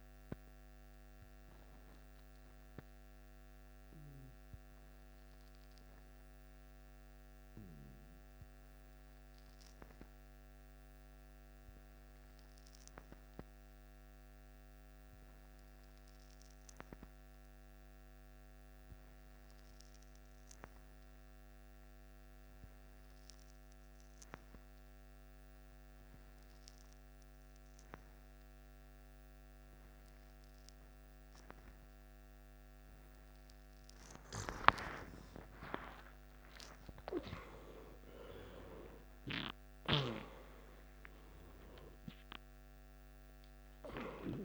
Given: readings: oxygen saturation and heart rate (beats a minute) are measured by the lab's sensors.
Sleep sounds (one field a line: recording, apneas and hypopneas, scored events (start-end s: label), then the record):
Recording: breathing in sleep by a microphone on the trachea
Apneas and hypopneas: 1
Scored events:
0.00-3.50 s: oxygen desaturation (device-marked, oxygen 91% lowest, heart rate 54 extreme)
0.50-34.00 s: obstructive apnea (oxygen 95% before, 89% lowest, heart rate 64 before, 54 extreme, up 16 after)
20.50-44.45 s: oxygen desaturation (device-marked, oxygen 98% before, 90% lowest, heart rate 55 before, 54 extreme)
31.50-33.50 s: long interval between heartbeats (device-marked, heart rate 54 before, 57 extreme)
35.00-40.00 s: arousal
From the record:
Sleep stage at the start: N2 (light sleep)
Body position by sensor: on the back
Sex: male